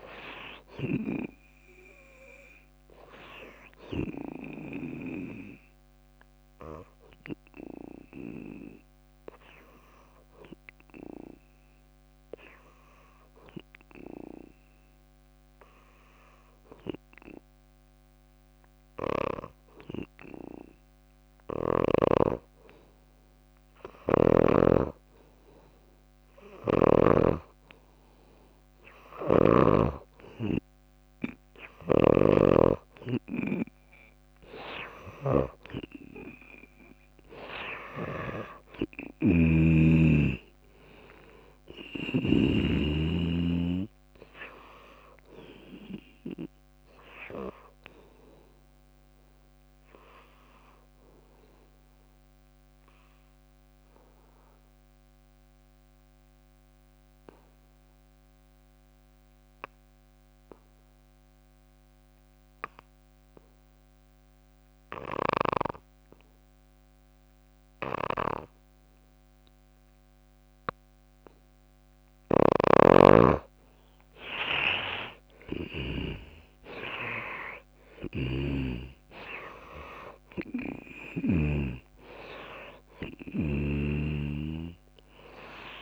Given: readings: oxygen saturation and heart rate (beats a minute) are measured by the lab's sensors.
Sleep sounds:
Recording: breathing in sleep by a microphone on the trachea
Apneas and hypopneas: 2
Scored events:
0.00-12.00 s: oxygen desaturation (device-marked, oxygen 88% lowest, heart rate 56 extreme)
4.50-22.00 s: obstructive apnea (oxygen 97% before, 84% lowest, heart rate 64 before, 56 extreme, up 7 after)
26.00-61.00 s: oxygen desaturation (device-marked, oxygen 96% before, 87% lowest, heart rate 61 before, 55 extreme)
32.00-42.50 s: snoring (device-marked)
38.00-42.50 s: arousal
52.00-71.50 s: obstructive apnea (oxygen 95% before, 79% lowest, heart rate 63 before, 55 extreme, up 12 after)
71.00-85.81 s: oxygen desaturation (device-marked, oxygen 99% before, 79% lowest, heart rate 61 before, 55 extreme)
72.50-81.50 s: snoring (device-marked)
73.00-77.00 s: arousal
83.50-85.81 s: snoring (device-marked)
From the record:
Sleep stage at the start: N2 (light sleep)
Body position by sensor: on the back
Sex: female

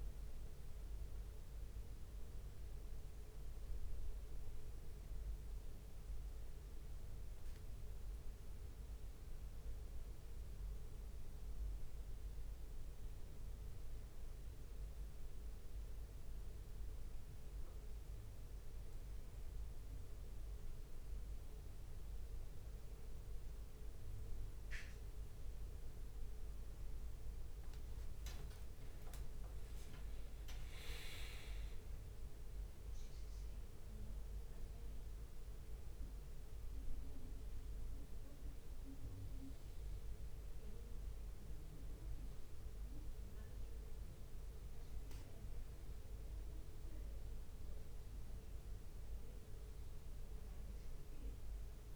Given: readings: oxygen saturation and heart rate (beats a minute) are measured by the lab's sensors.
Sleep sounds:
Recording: a person awake in a sleep study, hard to hear, by a room microphone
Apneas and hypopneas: none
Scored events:
8.00-34.00 s: drop in pulse transit time (device-marked, heart rate 82 before, 64 extreme)
8.50-9.50 s: leg movement (device-marked)
18.00-20.00 s: leg movement (device-marked)
26.50-28.00 s: leg movement (device-marked)
28.50-33.00 s: leg movement (device-marked)
34.00-35.50 s: leg movement (device-marked)
45.50-47.00 s: leg movement (device-marked)
From the record:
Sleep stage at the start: awake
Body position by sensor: on the back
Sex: male

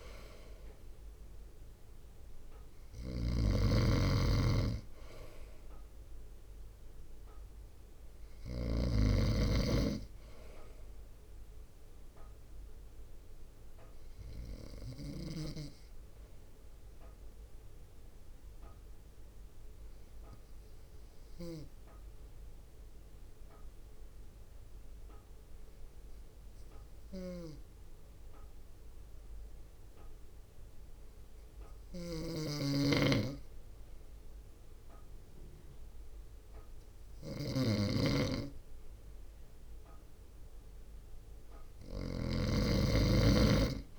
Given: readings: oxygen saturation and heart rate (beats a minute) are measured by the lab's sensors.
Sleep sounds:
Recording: breathing in sleep by a room microphone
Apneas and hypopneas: 1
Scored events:
0.00-9.00 s: snoring (device-marked)
0.00-15.50 s: drop in pulse transit time (device-marked, heart rate 54 extreme)
12.50-39.00 s: obstructive apnea (oxygen 96% before, 94% lowest, heart rate 57 before, 53 extreme, up 1 after)
32.00-42.50 s: snoring (device-marked)
40.50-43.99 s: drop in pulse transit time (device-marked, heart rate 57 before, 53 extreme)
From the record:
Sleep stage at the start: N2 (light sleep)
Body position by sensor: on the front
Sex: male

